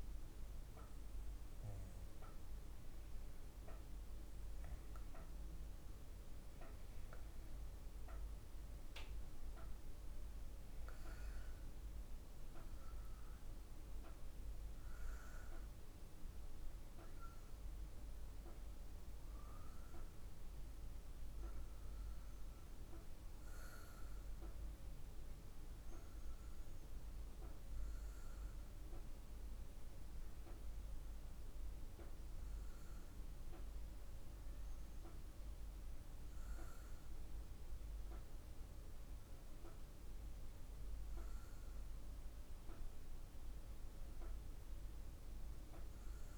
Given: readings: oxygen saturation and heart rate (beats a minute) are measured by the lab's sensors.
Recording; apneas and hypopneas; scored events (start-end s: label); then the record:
breathing in sleep, hard to hear, by a room microphone; none
none scored
From the record:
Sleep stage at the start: N2 (light sleep); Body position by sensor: on the back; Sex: female